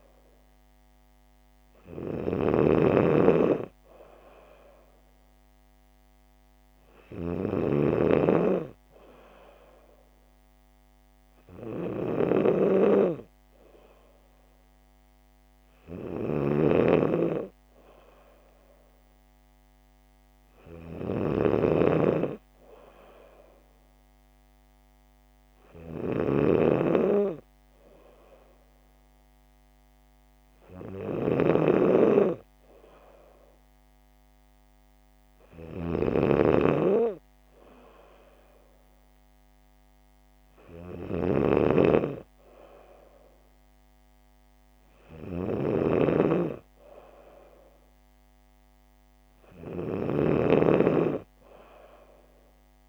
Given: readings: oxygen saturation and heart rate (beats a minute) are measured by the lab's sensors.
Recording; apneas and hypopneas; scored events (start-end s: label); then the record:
breathing in sleep by a microphone on the trachea; none
0.00-8.00 s: snoring (device-marked)
16.00-52.88 s: snoring (device-marked)
From the record:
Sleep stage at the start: N3 (deep sleep); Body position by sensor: on the back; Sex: female